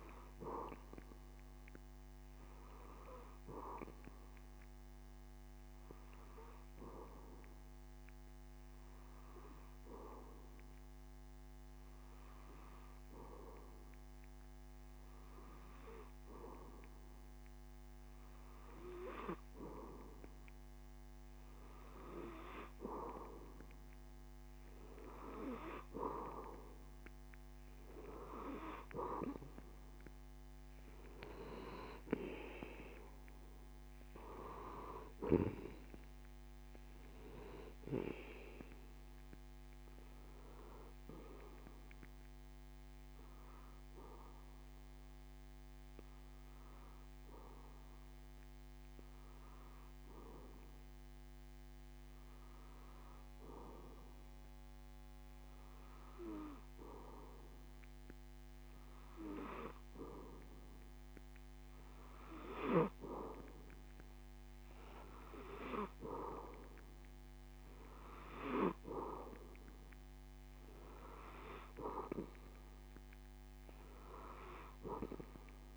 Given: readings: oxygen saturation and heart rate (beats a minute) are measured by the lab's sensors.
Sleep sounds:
breathing in sleep by a microphone on the trachea; 2
0.00-12.00 s: oxygen desaturation (device-marked, oxygen 91% lowest, heart rate 70 extreme)
6.00-21.00 s: hypopnea (oxygen 95% before, 91% lowest, heart rate 103 before, 97 extreme, up 0 after)
23.50-27.50 s: arousal
43.00-57.50 s: hypopnea (oxygen 94% before, 91% lowest, heart rate 129 before, 113 extreme, up 1 after)
62.00-65.50 s: arousal
From the record:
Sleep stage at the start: N2 (light sleep); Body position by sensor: on the back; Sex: male

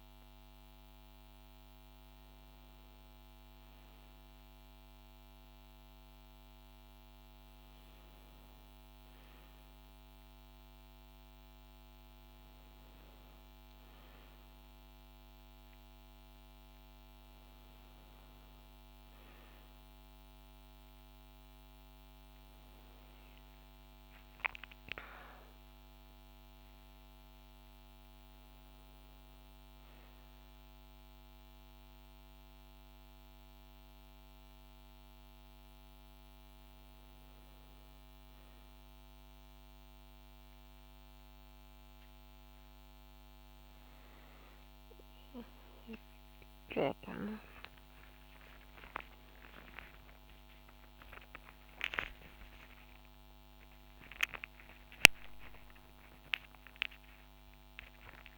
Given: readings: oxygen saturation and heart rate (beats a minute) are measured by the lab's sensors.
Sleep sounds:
a person awake in a sleep study, by a microphone on the trachea; none
none scored
From the record:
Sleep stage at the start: awake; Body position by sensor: on the back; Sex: female

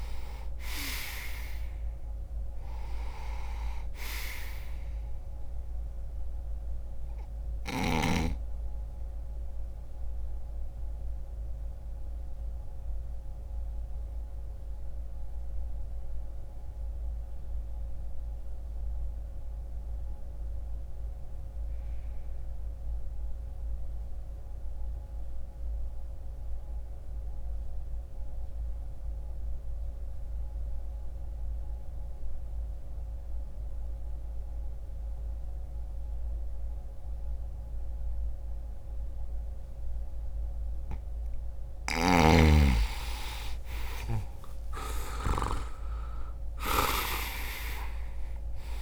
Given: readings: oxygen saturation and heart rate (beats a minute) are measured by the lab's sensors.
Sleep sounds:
breathing in sleep by a room microphone; 1
0.00-10.50 s: oxygen desaturation (device-marked, oxygen 92% lowest)
9.00-40.00 s: obstructive apnea (oxygen 98% before, 86% lowest)
21.50-33.50 s: oxygen desaturation (device-marked, oxygen 94% before, 87% lowest)
42.00-47.00 s: arousal
From the record:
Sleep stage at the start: N2 (light sleep); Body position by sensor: on the back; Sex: male

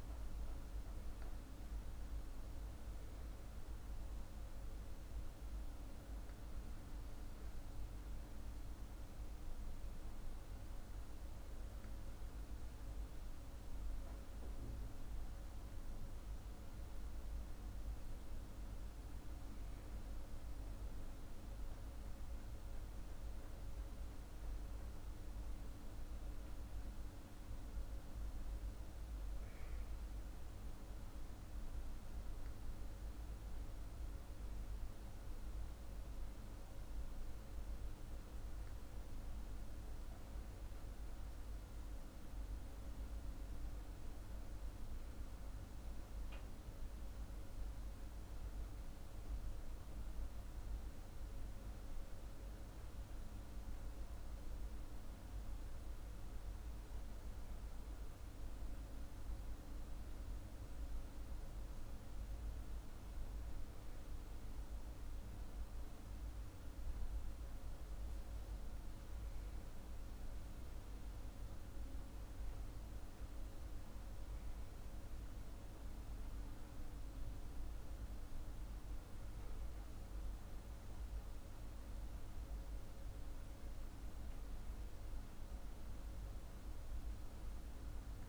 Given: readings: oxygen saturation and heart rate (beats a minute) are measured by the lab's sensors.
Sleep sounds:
breathing in sleep, hard to hear, by a room microphone; none
none scored
From the record:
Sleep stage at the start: N2 (light sleep); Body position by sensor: on the back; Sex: male

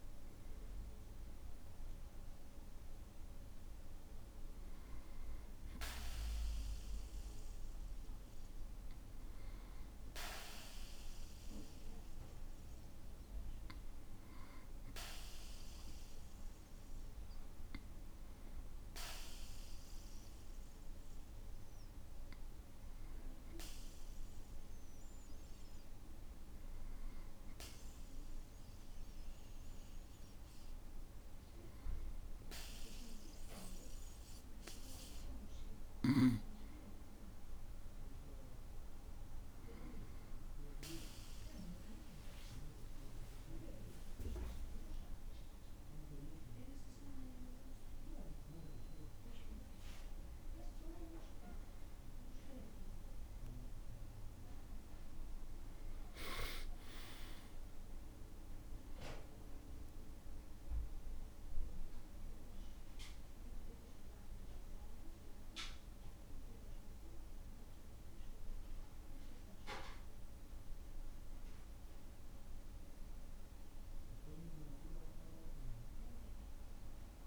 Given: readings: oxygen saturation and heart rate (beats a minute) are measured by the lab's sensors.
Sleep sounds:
breathing in sleep by a room microphone; 1
0.00-3.00 s: arousal
27.50-39.50 s: hypopnea (oxygen 98% before, 95% lowest, heart rate 56 before, 54 extreme, up 3 after)
43.00-47.50 s: arousal
From the record:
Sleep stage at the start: N2 (light sleep); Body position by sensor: on the back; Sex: male

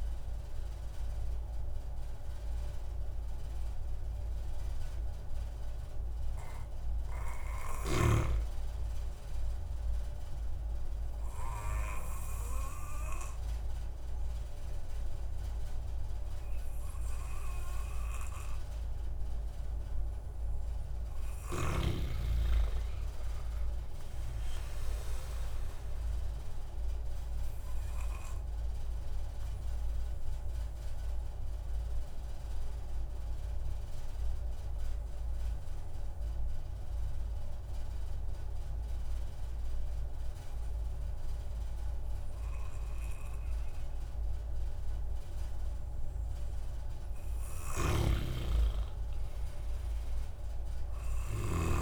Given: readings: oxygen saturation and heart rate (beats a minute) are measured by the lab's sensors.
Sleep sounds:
breathing in sleep by a room microphone; 2
0.00-8.50 s: oxygen desaturation (device-marked, oxygen 92% lowest)
6.50-9.00 s: arousal
10.50-21.50 s: obstructive apnea (oxygen 97% before, 94% lowest)
22.50-25.50 s: arousal
25.50-51.82 s: new sleep stage, N2 (light sleep)
27.50-45.50 s: obstructive apnea (oxygen 97% before, 94% lowest)
47.50-51.82 s: snoring (device-marked)
48.00-51.50 s: arousal
From the record:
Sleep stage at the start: N1 (lightest sleep); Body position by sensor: on the back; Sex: male

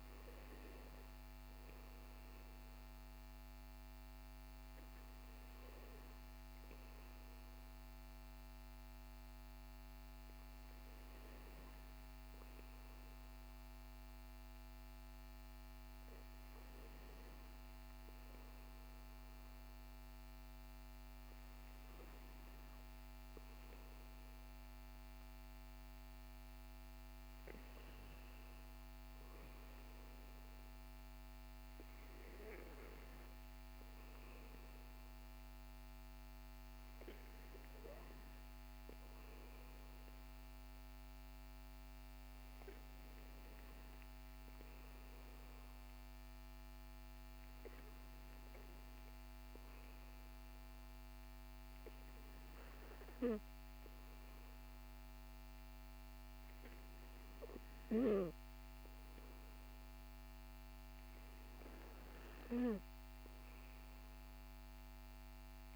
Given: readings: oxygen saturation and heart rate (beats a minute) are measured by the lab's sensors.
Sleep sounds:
breathing in sleep, hard to hear, by a microphone on the trachea; none
none scored
From the record:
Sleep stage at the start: N2 (light sleep); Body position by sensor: on the back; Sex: male

